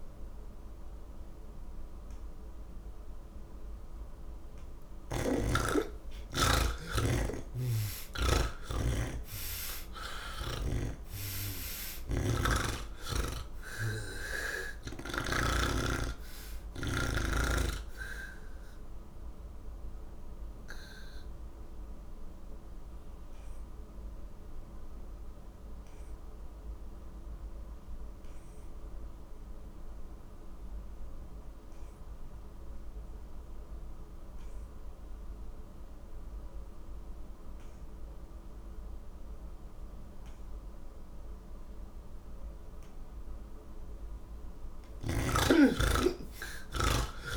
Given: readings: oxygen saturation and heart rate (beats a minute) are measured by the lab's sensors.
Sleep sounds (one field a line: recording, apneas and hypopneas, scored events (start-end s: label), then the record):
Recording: breathing in sleep by a room microphone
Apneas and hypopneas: none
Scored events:
0.50-32.50 s: oxygen desaturation (device-marked, oxygen 97% before, 77% lowest, heart rate 92 before, 56 extreme)
7.00-10.50 s: snoring (device-marked)
10.50-47.37 s: new sleep stage, N3 (deep sleep)
From the record:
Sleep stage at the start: N1 (lightest sleep)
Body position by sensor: on the back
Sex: male